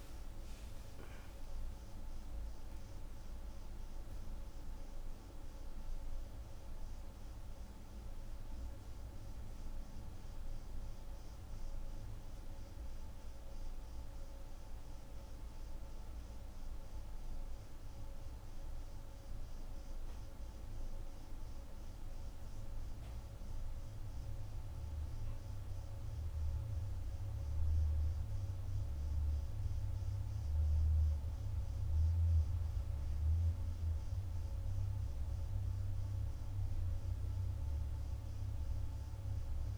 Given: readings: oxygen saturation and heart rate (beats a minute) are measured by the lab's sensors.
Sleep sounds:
breathing in sleep, hard to hear, by a room microphone; none
0.00-2.50 s: arousal
From the record:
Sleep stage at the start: N1 (lightest sleep); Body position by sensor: on the right side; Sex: female

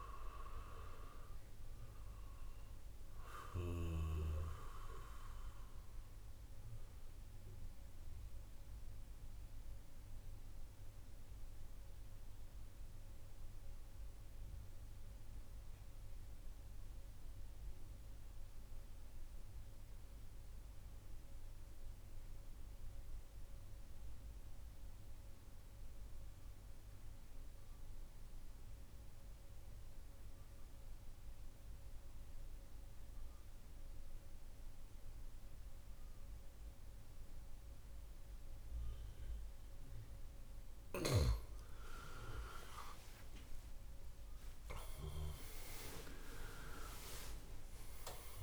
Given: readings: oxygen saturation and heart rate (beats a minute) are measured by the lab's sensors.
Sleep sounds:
breathing in sleep by a room microphone; 1
0.00-10.00 s: oxygen desaturation (device-marked, oxygen 88% lowest, heart rate 62 extreme)
6.00-40.50 s: mixed apnea (oxygen 96% before, 88% lowest, heart rate 73 before, 63 extreme, up 21 after)
31.00-48.43 s: oxygen desaturation (device-marked, oxygen 98% before, 88% lowest, heart rate 64 before, 63 extreme)
41.50-46.00 s: arousal
From the record:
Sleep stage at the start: N2 (light sleep); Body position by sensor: on the back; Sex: male

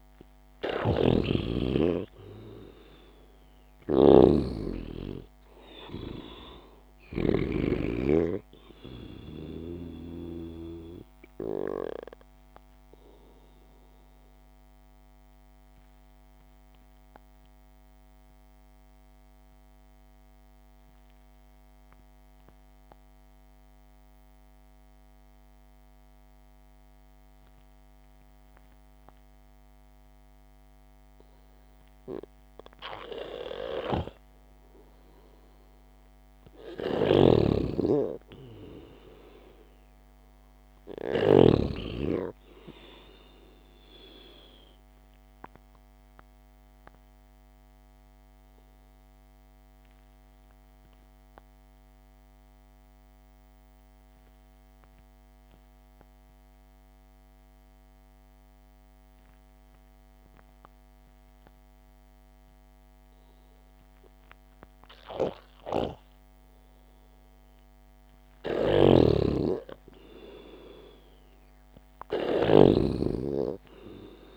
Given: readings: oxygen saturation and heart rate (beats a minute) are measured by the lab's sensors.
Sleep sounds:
breathing in sleep by a microphone on the trachea; 2
1.00-8.00 s: snoring (device-marked)
15.50-32.50 s: obstructive apnea (oxygen 96% before, 90% lowest, heart rate 58 before, 52 extreme, up 0 after)
23.50-32.50 s: oxygen desaturation (device-marked, oxygen 95% before, 91% lowest, heart rate 61 before, 52 extreme)
33.50-36.50 s: arousal
37.00-42.00 s: snoring (device-marked)
37.50-70.50 s: oxygen desaturation (device-marked, oxygen 98% before, 90% lowest, heart rate 65 before, 51 extreme)
46.00-65.50 s: obstructive apnea (oxygen 98% before, 90% lowest, heart rate 61 before, 51 extreme, up 0 after)
69.00-74.37 s: snoring (device-marked)
70.50-74.37 s: arousal
From the record:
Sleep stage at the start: N2 (light sleep); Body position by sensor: on the back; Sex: male

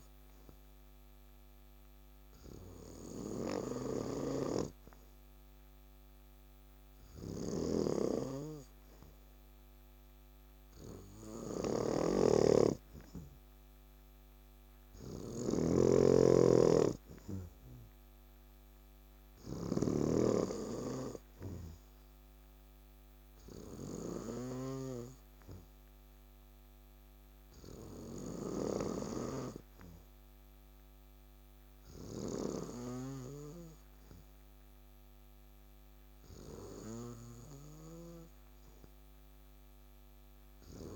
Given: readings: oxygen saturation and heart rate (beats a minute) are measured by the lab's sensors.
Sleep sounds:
breathing in sleep by a microphone on the trachea; none
7.00-19.50 s: snoring (device-marked)
10.50-40.96 s: new sleep stage, N2 (light sleep)
14.50-39.50 s: oxygen desaturation (device-marked, oxygen 96% before, 93% lowest, heart rate 63 before, 63 extreme)
From the record:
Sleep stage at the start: N3 (deep sleep); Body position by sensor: on the back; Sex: male

